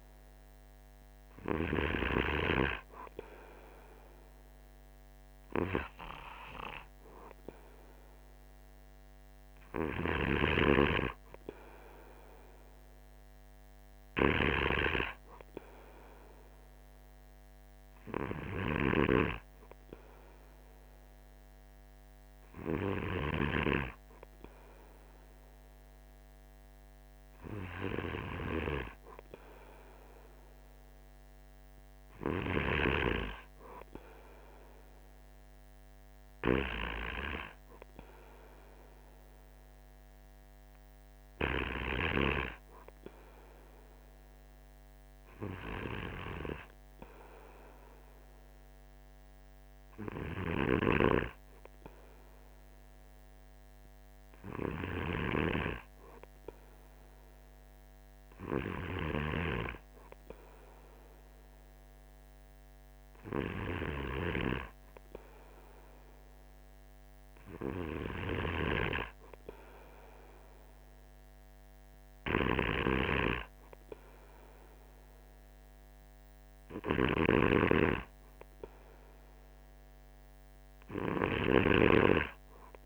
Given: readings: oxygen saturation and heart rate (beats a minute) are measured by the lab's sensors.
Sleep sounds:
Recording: breathing in sleep by a microphone on the trachea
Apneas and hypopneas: none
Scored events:
none scored
From the record:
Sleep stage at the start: N2 (light sleep)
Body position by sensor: on the right side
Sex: male

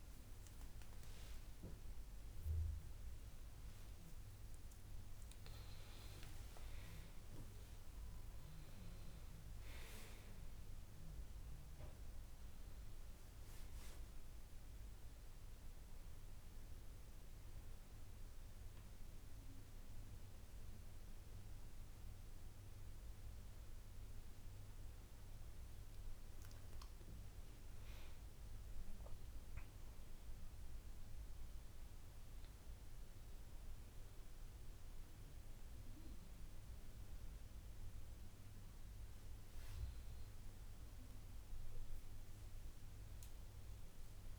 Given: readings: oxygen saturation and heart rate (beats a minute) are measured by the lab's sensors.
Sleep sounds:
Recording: a person partly awake in a sleep study, hard to hear, by a room microphone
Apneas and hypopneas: none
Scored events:
13.50-44.39 s: new sleep stage, N2 (light sleep)
From the record:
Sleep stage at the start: awake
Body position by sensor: on the back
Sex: male

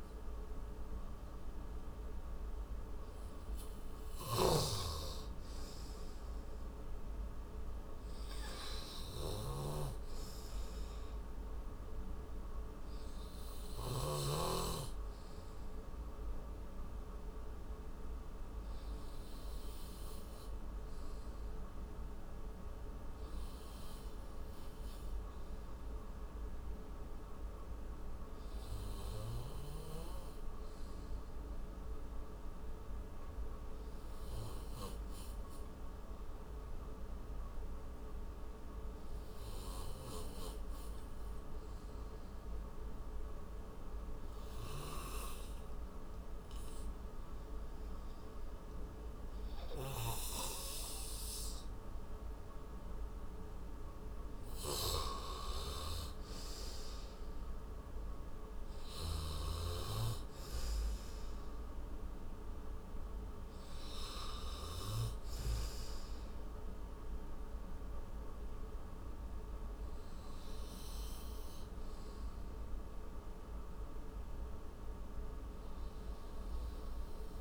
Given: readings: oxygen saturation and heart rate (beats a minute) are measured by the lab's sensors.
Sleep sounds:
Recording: breathing in sleep by a room microphone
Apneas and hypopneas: 1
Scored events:
7.50-14.50 s: oxygen desaturation (device-marked, oxygen 94% before, 91% lowest, heart rate 79 before, 53 extreme)
31.50-47.50 s: mixed apnea (oxygen 95% before, 91% lowest, heart rate 79 before, 49 extreme, up 38 after)
49.00-51.50 s: arousal
From the record:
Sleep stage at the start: N2 (light sleep)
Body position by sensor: on the right side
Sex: male

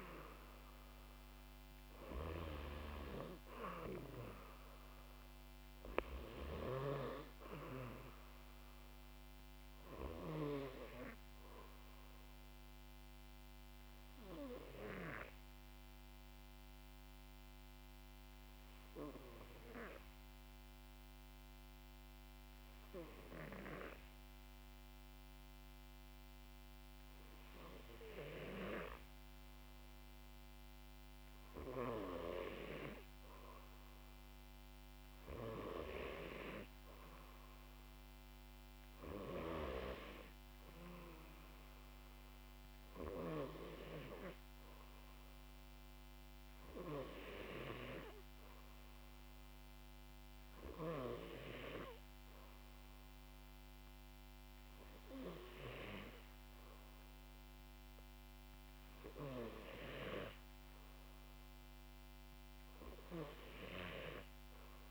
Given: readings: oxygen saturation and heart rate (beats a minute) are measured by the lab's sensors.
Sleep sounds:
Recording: breathing in sleep by a microphone on the trachea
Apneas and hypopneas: 1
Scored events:
0.00-1.50 s: arousal
0.00-21.00 s: oxygen desaturation (device-marked, oxygen 92% lowest, heart rate 57 extreme)
4.50-6.50 s: long interval between heartbeats (device-marked, heart rate 64 before, 68 extreme)
13.50-30.50 s: obstructive apnea (oxygen 96% before, 92% lowest, heart rate 63 before, 58 extreme, up 5 after)
32.50-35.50 s: arousal
From the record:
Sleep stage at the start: N2 (light sleep)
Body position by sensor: on the back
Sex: female

